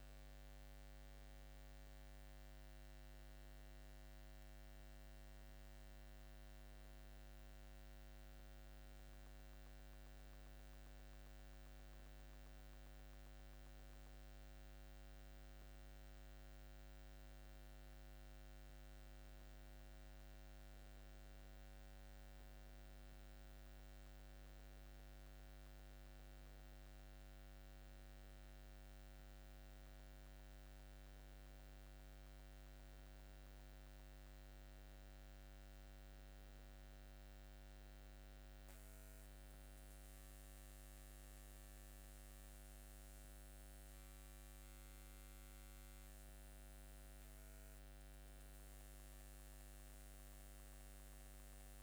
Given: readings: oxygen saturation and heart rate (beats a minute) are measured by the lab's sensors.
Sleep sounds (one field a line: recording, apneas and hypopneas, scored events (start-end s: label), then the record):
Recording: breathing in sleep, hard to hear, by a microphone on the trachea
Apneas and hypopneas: none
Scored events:
none scored
From the record:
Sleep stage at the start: N2 (light sleep)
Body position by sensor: upright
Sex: male